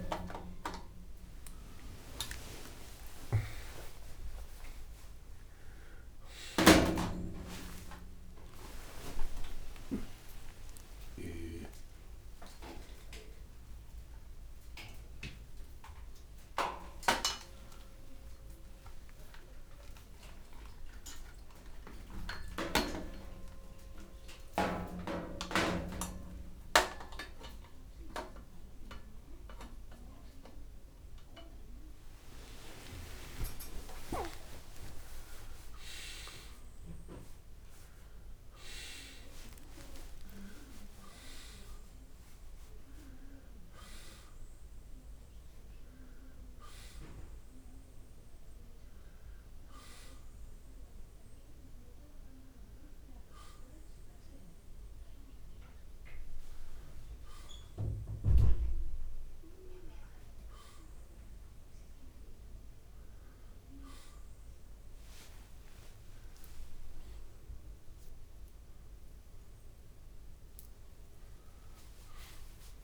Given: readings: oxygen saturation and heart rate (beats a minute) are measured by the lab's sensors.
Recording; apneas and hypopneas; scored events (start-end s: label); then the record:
a person awake in a sleep study, by a room microphone; none
29.50-53.50 s: oxygen desaturation (device-marked, oxygen 98% before, 92% lowest, heart rate 128 before, 68 extreme)
71.50-72.84 s: oxygen desaturation (device-marked, oxygen 97% before, 92% lowest, heart rate 81 before, 55 extreme)
From the record:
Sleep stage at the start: awake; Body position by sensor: on the back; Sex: male